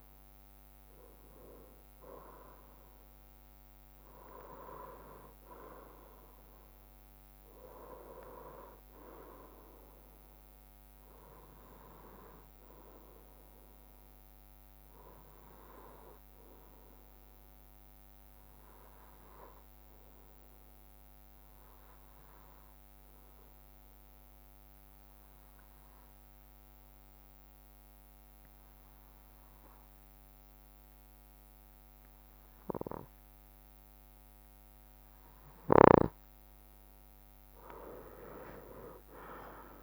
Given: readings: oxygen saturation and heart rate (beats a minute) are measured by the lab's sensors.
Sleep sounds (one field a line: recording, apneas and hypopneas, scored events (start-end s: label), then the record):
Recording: breathing in sleep by a microphone on the trachea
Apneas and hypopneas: 1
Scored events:
16.50-35.50 s: obstructive apnea (oxygen 97% before, 93% lowest, heart rate 65 before, 60 extreme, up 2 after)
37.00-39.83 s: drop in pulse transit time (device-marked, heart rate 65 before, 61 extreme)
38.00-39.83 s: arousal
From the record:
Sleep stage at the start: N2 (light sleep)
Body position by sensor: on the right side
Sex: male